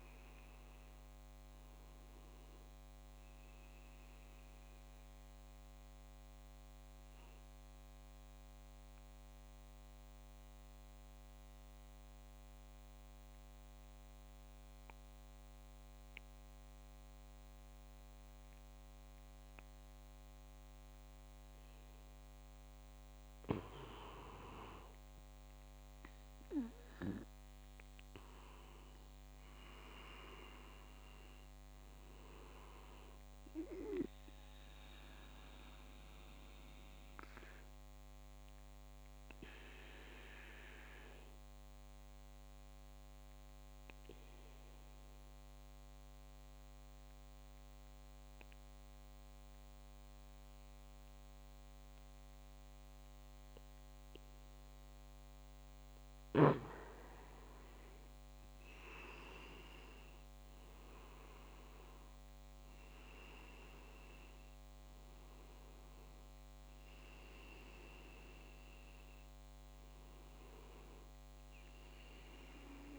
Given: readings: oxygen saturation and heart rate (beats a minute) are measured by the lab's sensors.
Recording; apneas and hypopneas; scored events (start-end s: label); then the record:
breathing in sleep by a microphone on the trachea; 2
4.00-23.00 s: mixed apnea (oxygen 96% before, 92% lowest)
25.00-28.50 s: arousal
28.50-53.50 s: oxygen desaturation (device-marked, oxygen 97% before, 92% lowest)
35.00-55.50 s: obstructive apnea (oxygen 97% before, 92% lowest)
57.00-61.50 s: arousal
66.50-72.99 s: oxygen desaturation (device-marked, oxygen 97% before, 92% lowest)
From the record:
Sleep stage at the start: N2 (light sleep); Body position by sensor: on the back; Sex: male